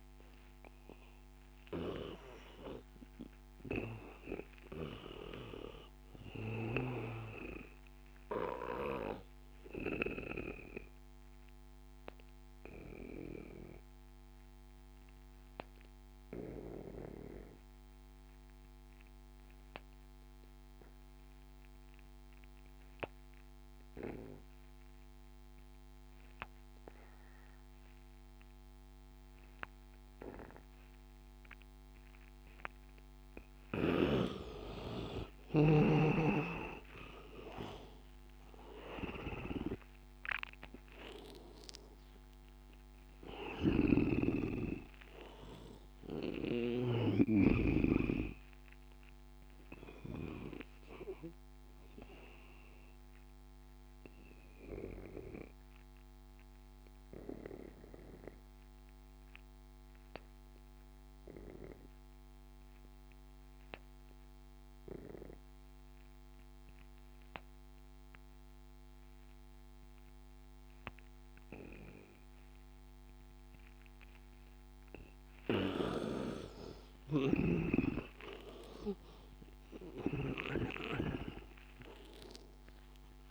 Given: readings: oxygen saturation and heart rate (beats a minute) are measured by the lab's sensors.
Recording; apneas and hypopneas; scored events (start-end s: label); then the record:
breathing in sleep by a microphone on the trachea; 2
0.00-6.50 s: oxygen desaturation (device-marked, oxygen 88% lowest, heart rate 78 extreme)
2.00-5.50 s: arousal
8.00-32.50 s: obstructive apnea (oxygen 99% before, 83% lowest, heart rate 92 before, 78 extreme, up 6 after)
29.50-63.50 s: oxygen desaturation (device-marked, oxygen 97% before, 83% lowest, heart rate 83 before, 72 extreme)
35.00-39.00 s: arousal
43.50-47.00 s: snoring (device-marked)
49.50-74.50 s: obstructive apnea (oxygen 97% before, 83% lowest, heart rate 85 before, 72 extreme, up 18 after)
71.50-83.31 s: oxygen desaturation (device-marked, oxygen 100% before, 85% lowest, heart rate 81 before, 82 extreme)
75.50-80.50 s: snoring (device-marked)
76.50-82.00 s: arousal
From the record:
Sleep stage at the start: N2 (light sleep); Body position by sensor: on the back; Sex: male